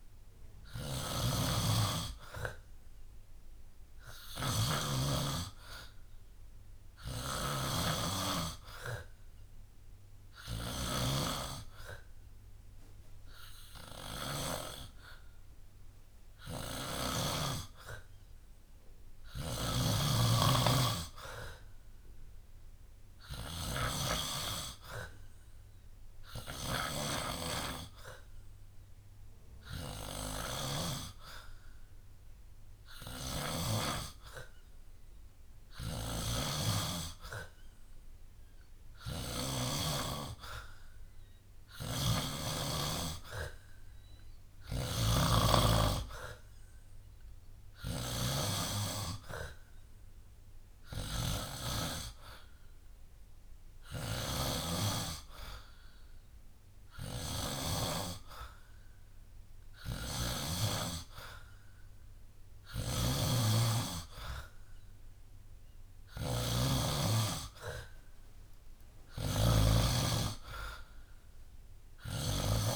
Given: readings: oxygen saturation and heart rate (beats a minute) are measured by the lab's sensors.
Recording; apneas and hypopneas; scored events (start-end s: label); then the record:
breathing in sleep by a room microphone; none
0.00-17.00 s: snoring (device-marked)
19.00-39.50 s: snoring (device-marked)
41.50-57.50 s: snoring (device-marked)
59.50-72.50 s: snoring (device-marked)
From the record:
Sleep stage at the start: N2 (light sleep); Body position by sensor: on the back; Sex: male